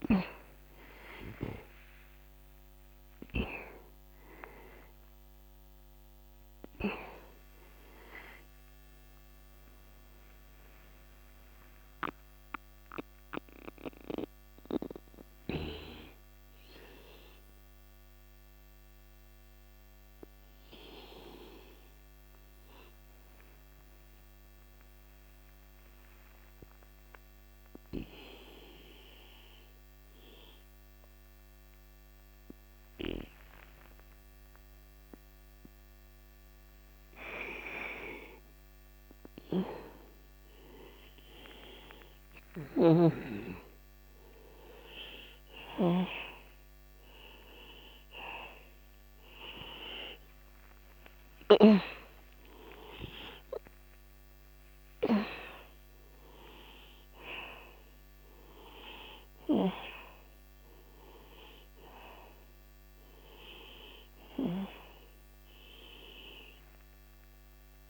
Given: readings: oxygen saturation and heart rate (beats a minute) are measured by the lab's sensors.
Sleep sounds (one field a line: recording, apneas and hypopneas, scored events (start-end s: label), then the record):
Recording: breathing in sleep by a microphone on the trachea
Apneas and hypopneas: 1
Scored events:
0.00-20.50 s: oxygen desaturation (device-marked, oxygen 86% lowest, heart rate 44 extreme)
5.50-10.00 s: arousal
12.00-37.50 s: obstructive apnea (oxygen 94% before, 88% lowest, heart rate 62 before, 44 extreme, up 0 after)
35.50-67.90 s: new sleep stage, N2 (light sleep)
38.50-42.00 s: arousal
43.50-67.90 s: oxygen desaturation (device-marked, oxygen 96% before, 88% lowest, heart rate 64 before, 53 extreme)
44.00-47.50 s: snoring (device-marked)
From the record:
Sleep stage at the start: N1 (lightest sleep)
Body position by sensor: on the back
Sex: male